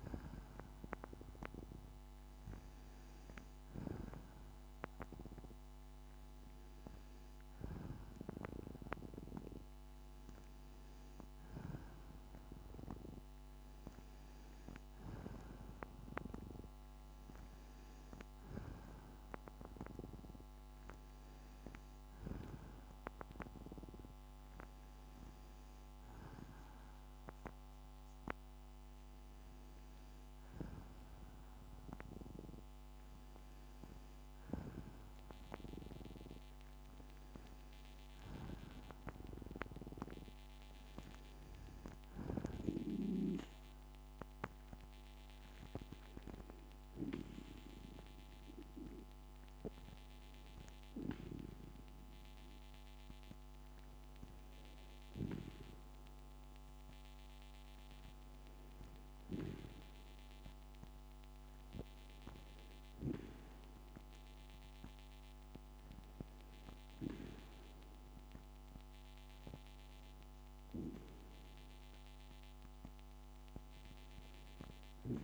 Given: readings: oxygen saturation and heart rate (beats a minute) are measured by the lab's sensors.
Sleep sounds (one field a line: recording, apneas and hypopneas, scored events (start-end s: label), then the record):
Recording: breathing in sleep by a microphone on the trachea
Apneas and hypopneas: none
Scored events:
none scored
From the record:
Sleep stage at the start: N2 (light sleep)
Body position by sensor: on the back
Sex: female